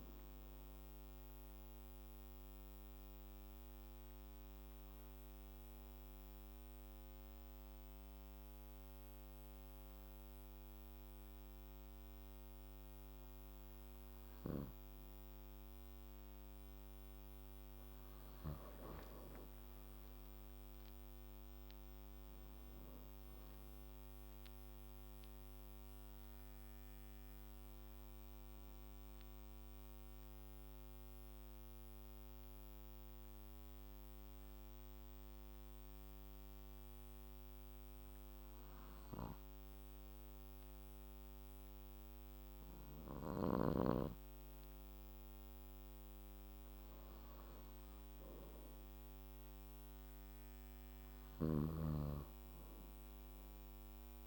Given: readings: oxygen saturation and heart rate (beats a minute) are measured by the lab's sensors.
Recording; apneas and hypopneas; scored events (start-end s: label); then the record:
breathing in sleep by a microphone on the trachea; 2
0.50-10.50 s: oxygen desaturation (device-marked, oxygen 97% before, 93% lowest, heart rate 60 before, 57 extreme)
1.50-16.00 s: obstructive apnea (oxygen 97% before, 92% lowest, heart rate 60 before, 57 extreme, up 9 after)
18.50-22.50 s: arousal
23.50-30.50 s: oxygen desaturation (device-marked, oxygen 97% before, 93% lowest, heart rate 61 before, 57 extreme)
27.00-44.50 s: obstructive apnea (oxygen 97% before, 90% lowest, heart rate 62 before, 57 extreme, up 7 after)
47.00-50.50 s: arousal
From the record:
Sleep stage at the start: N2 (light sleep); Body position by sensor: on the back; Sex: male